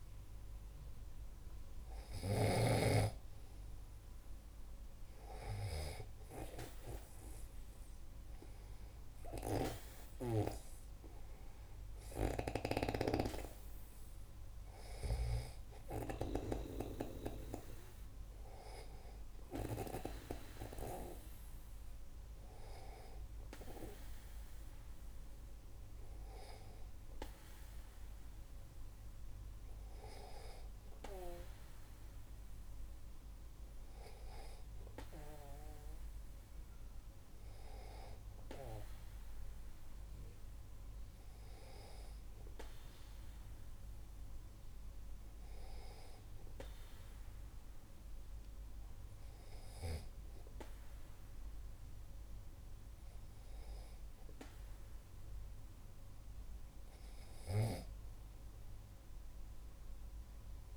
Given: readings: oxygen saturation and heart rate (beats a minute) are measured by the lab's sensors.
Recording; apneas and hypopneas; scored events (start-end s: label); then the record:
breathing in sleep by a room microphone; none
0.00-3.00 s: snoring (device-marked)
From the record:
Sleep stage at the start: N2 (light sleep); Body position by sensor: on the back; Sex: male